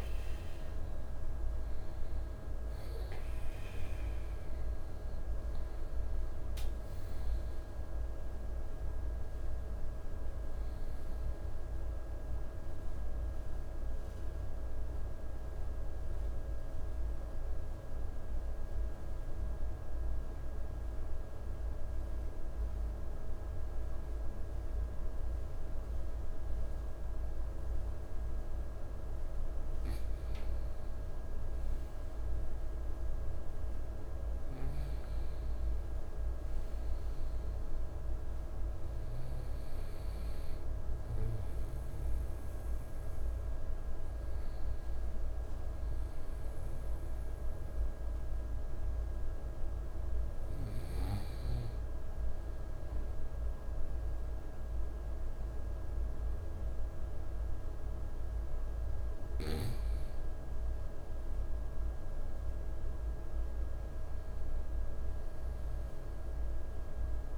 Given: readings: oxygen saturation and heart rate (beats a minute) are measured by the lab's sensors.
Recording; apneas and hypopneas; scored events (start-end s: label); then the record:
breathing in sleep, hard to hear, by a room microphone; 1
6.50-67.38 s: new sleep stage, REM sleep
11.50-29.50 s: central apnea (oxygen 97% before, 95% lowest, heart rate 72 before, 51 extreme, up 3 after)
32.00-37.00 s: arousal
From the record:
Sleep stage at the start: N2 (light sleep); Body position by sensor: on the right side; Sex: male